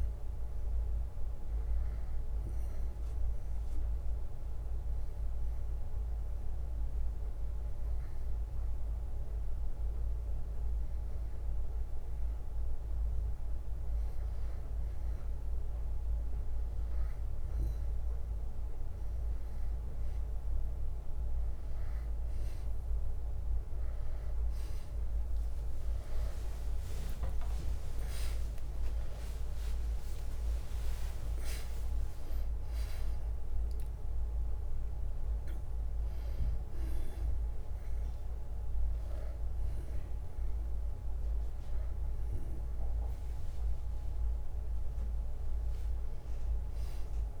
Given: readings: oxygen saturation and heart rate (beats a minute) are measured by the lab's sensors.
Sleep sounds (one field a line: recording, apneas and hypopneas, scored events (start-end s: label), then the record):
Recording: a person awake in a sleep study, hard to hear, by a room microphone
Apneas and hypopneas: 1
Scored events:
3.00-14.50 s: hypopnea (oxygen 96% before, 93% lowest, heart rate 65 before, 61 extreme, up 0 after)
15.50-47.40 s: new sleep stage, awake
26.50-32.50 s: tachycardia (device-marked, heart rate 63 before, 129 extreme)
26.50-41.50 s: oxygen desaturation (device-marked, oxygen 97% before, 93% lowest, heart rate 62 before, 63 extreme)
28.50-43.50 s: drop in pulse transit time (device-marked, heart rate 63 before, 70 extreme)
29.50-31.50 s: long interval between heartbeats (device-marked, heart rate 65 before, 105 extreme)
40.00-42.00 s: long interval between heartbeats (device-marked, heart rate 84 before, 73 extreme)
From the record:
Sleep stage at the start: N2 (light sleep)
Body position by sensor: on the back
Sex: male